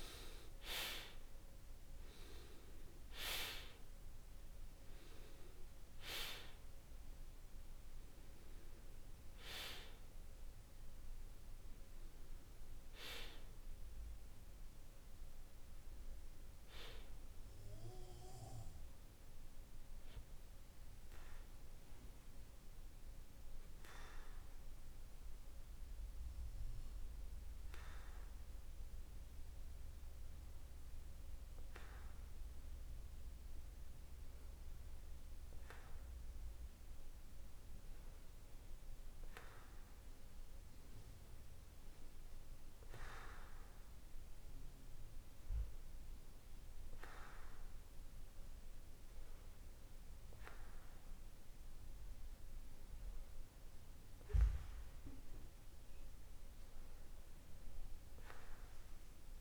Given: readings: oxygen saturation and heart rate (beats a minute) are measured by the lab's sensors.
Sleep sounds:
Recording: breathing in sleep by a room microphone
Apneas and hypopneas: none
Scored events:
0.00-21.50 s: oxygen desaturation (device-marked, oxygen 86% lowest, heart rate 47 extreme)
From the record:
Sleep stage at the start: REM sleep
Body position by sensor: on the back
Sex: male

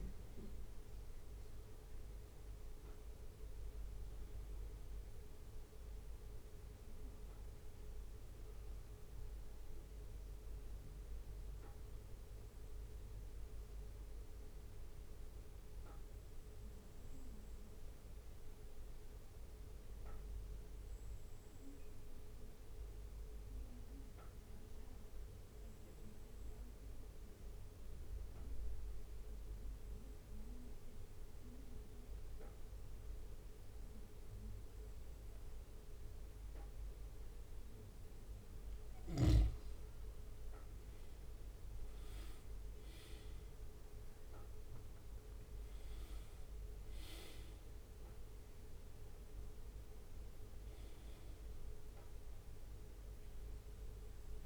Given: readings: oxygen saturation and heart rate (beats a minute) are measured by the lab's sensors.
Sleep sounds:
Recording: breathing in sleep, hard to hear, by a room microphone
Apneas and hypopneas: 1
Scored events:
0.00-35.00 s: bradycardia (device-marked, heart rate 55 extreme)
12.00-37.00 s: obstructive apnea (oxygen 98% before, 95% lowest, heart rate 58 before, 57 extreme, up 4 after)
41.00-45.00 s: arousal
49.00-54.46 s: bradycardia (device-marked, heart rate 59 before, 56 extreme)
From the record:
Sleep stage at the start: N2 (light sleep)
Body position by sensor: on the back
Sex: male

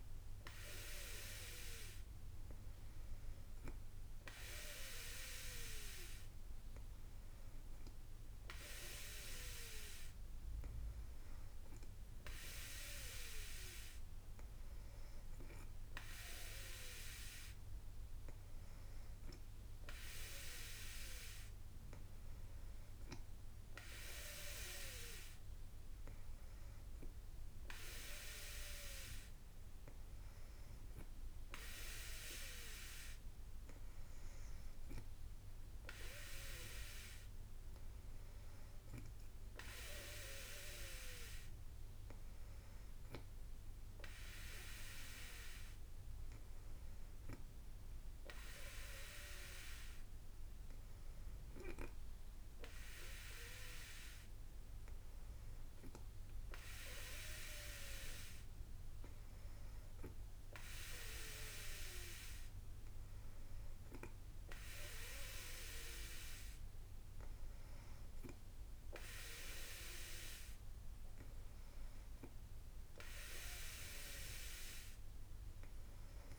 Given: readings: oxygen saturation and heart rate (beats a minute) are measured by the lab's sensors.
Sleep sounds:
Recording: breathing in sleep by a room microphone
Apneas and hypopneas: none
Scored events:
none scored
From the record:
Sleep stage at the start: N2 (light sleep)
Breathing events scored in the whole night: 102 in 6.1 hours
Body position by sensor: on the back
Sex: female

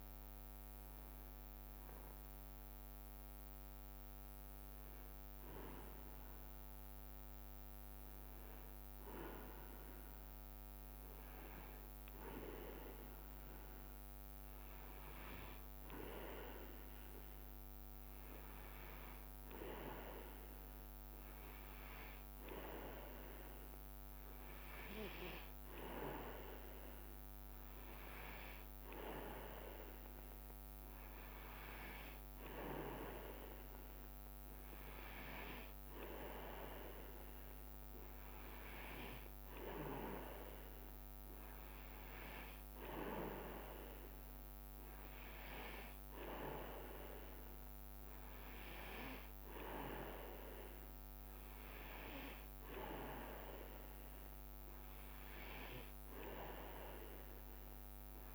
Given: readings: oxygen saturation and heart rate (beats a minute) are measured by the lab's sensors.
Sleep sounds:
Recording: breathing in sleep by a microphone on the trachea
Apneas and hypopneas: none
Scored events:
26.00-28.50 s: leg movement (device-marked)
From the record:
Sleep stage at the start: N2 (light sleep)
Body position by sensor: on the back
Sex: male

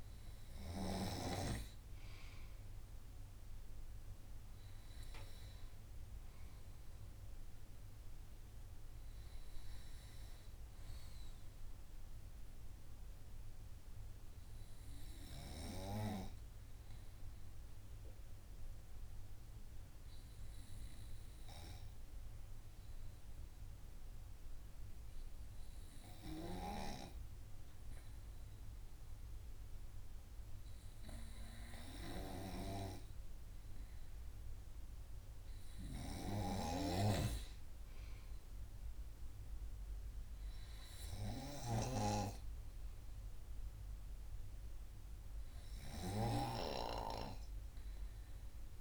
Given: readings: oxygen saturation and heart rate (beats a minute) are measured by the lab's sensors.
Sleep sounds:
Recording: breathing in sleep by a room microphone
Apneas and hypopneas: 1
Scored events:
18.00-34.00 s: hypopnea (oxygen 98% before, 95% lowest, heart rate 52 before, 50 extreme, up 4 after)
36.00-38.50 s: arousal
From the record:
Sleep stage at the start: N2 (light sleep)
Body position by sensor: on the right side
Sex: male

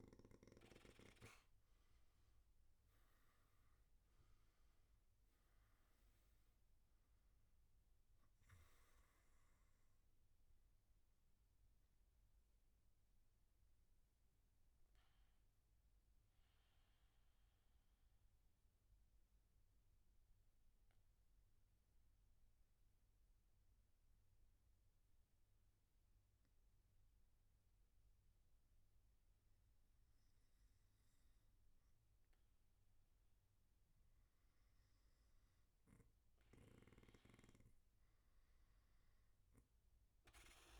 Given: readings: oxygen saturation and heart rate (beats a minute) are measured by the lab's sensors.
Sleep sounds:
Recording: breathing in sleep by a room microphone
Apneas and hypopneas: 1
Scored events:
13.50-31.50 s: mixed apnea (oxygen 97% before, 93% lowest, heart rate 106 before, 96 extreme, up 1 after)
19.50-32.50 s: oxygen desaturation (device-marked, oxygen 96% before, 93% lowest, heart rate 103 before, 96 extreme)
From the record:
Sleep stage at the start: N1 (lightest sleep)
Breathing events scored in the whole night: 129 in 4.0 hours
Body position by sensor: on the back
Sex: male

